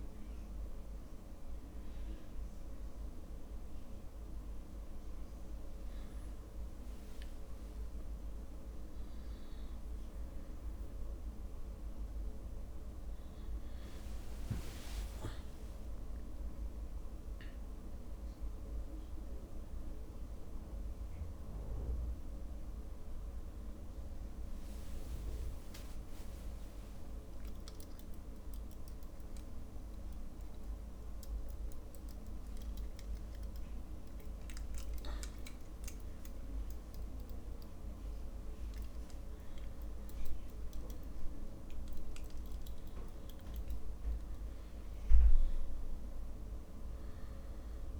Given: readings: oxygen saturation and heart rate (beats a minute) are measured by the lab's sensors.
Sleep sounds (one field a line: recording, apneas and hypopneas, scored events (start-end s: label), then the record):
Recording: a person awake in a sleep study, hard to hear, by a room microphone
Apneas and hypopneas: none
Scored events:
6.00-48.00 s: new sleep stage, awake
From the record:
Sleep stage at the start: N1 (lightest sleep)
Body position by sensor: on the back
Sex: male